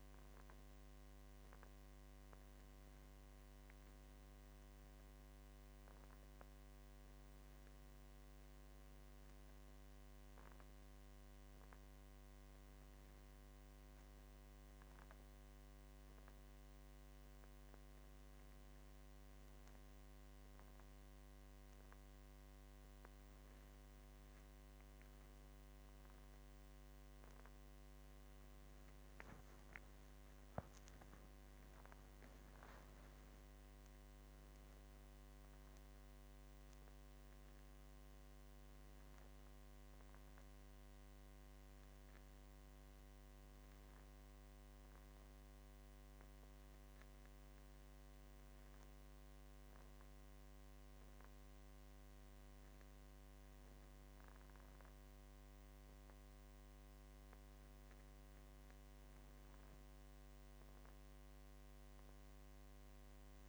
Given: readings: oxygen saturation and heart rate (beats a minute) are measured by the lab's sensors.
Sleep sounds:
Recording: a person awake in a sleep study, hard to hear, by a microphone on the trachea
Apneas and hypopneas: none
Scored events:
44.50-63.49 s: new sleep stage, N1 (lightest sleep)
From the record:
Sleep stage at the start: awake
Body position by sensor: on the back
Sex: male

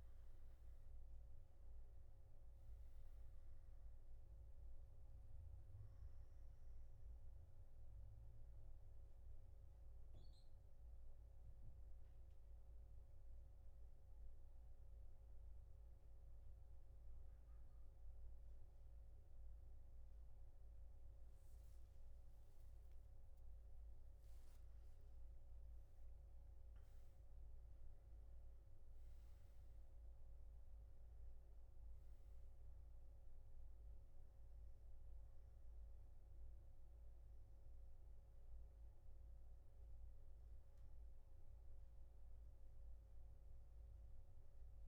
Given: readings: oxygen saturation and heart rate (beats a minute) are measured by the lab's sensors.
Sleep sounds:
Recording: breathing in sleep, hard to hear, by a room microphone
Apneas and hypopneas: 1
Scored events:
6.50-21.00 s: central apnea (oxygen 96% before, 92% lowest, heart rate 125 before, 116 extreme, up 24 after)
From the record:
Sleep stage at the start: N2 (light sleep)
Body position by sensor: on the back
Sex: male

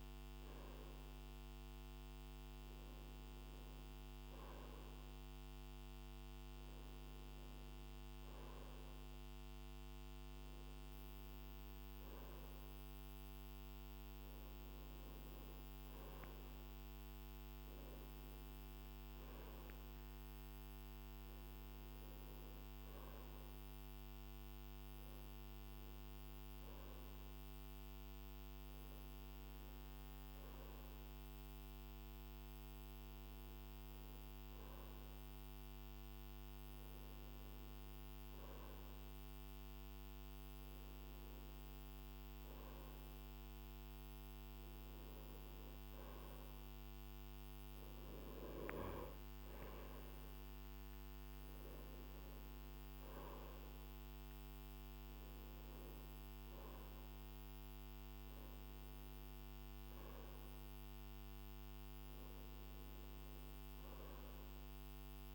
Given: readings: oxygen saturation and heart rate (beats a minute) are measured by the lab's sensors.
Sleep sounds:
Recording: breathing in sleep, hard to hear, by a microphone on the trachea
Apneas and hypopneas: none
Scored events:
none scored
From the record:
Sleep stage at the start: N2 (light sleep)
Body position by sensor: on the right side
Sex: male

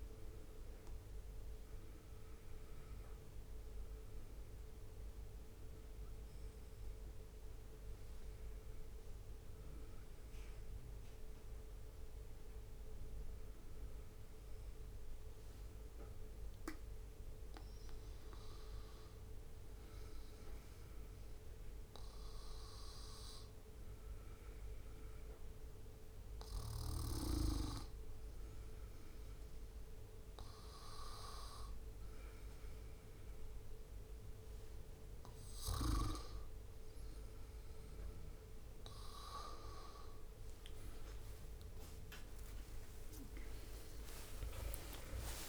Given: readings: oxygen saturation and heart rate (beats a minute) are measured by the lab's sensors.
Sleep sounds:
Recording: breathing in sleep by a room microphone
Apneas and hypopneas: 1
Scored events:
4.50-37.00 s: hypopnea (oxygen 97% before, 95% lowest, heart rate 68 before, 65 extreme, up 7 after)
41.50-45.49 s: arousal
From the record:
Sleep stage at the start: N2 (light sleep)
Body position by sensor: on the back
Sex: male

